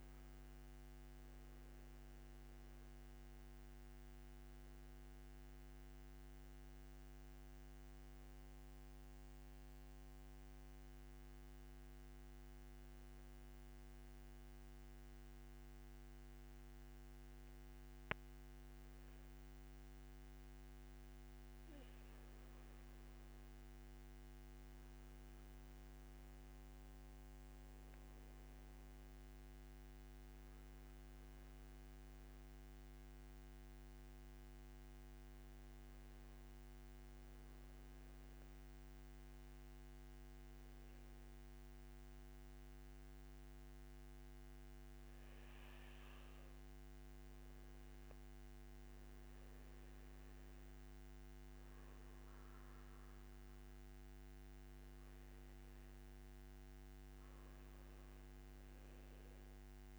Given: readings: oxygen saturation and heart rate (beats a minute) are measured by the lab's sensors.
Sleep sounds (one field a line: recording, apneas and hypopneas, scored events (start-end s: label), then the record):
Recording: breathing in sleep, hard to hear, by a microphone on the trachea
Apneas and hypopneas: 1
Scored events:
0.50-15.50 s: oxygen desaturation (device-marked, oxygen 95% before, 92% lowest, heart rate 64 before, 48 extreme)
1.50-59.99 s: new sleep stage, N2 (light sleep)
24.00-28.50 s: arousal
37.50-48.00 s: obstructive apnea (oxygen 95% before, 91% lowest, heart rate 69 before, 56 extreme, up 1 after)
50.50-55.00 s: arousal
56.50-59.99 s: oxygen desaturation (device-marked, oxygen 94% before, 91% lowest, heart rate 67 before, 56 extreme)
From the record:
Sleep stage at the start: N1 (lightest sleep)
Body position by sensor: on the back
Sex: male